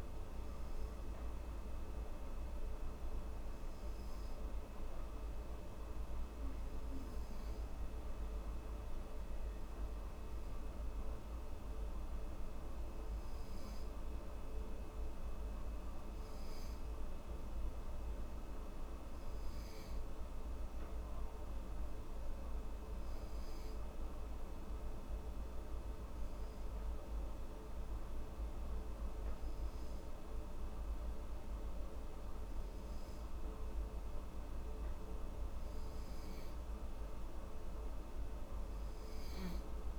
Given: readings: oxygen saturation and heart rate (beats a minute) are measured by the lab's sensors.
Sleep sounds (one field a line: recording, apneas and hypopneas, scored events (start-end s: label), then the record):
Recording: breathing in sleep, hard to hear, by a room microphone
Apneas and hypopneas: none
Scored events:
none scored
From the record:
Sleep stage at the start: N2 (light sleep)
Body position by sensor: on the back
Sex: female